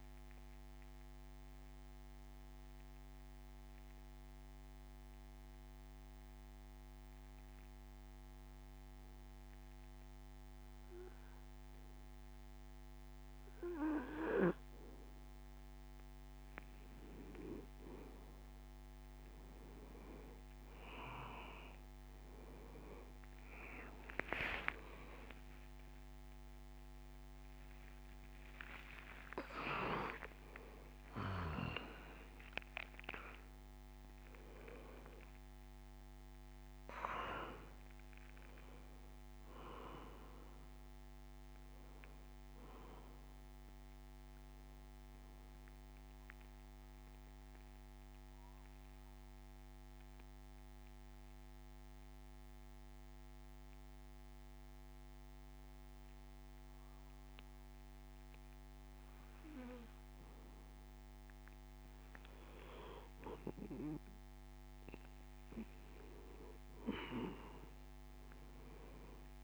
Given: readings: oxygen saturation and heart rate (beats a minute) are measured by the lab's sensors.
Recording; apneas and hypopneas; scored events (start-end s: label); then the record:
breathing in sleep by a microphone on the trachea; 2
1.00-14.50 s: obstructive apnea (oxygen 95% before, 92% lowest)
24.50-35.50 s: oxygen desaturation (device-marked, oxygen 97% before, 92% lowest)
25.00-31.50 s: arousal
47.50-63.00 s: mixed apnea (oxygen 96% before, 92% lowest)
67.50-69.44 s: arousal
From the record:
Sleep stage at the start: N2 (light sleep); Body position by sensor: on the back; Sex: male